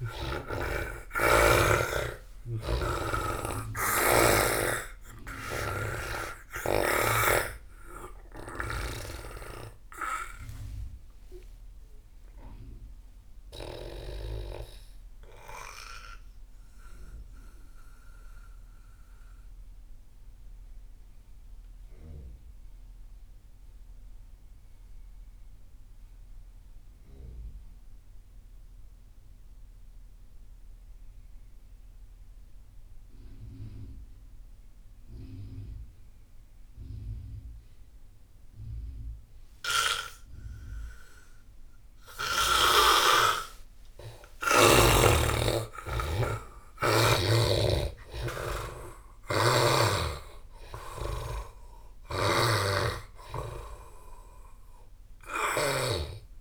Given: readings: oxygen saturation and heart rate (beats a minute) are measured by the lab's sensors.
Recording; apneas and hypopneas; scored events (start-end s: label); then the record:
breathing in sleep by a room microphone; 1
0.00-3.00 s: arousal
0.00-24.00 s: oxygen desaturation (device-marked, oxygen 82% lowest)
15.00-42.50 s: mixed apnea (oxygen 98% before, 81% lowest)
37.00-56.41 s: oxygen desaturation (device-marked, oxygen 98% before, 81% lowest)
44.00-49.50 s: arousal
47.00-55.50 s: snoring (device-marked)
From the record:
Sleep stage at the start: N2 (light sleep); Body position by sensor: on the back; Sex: male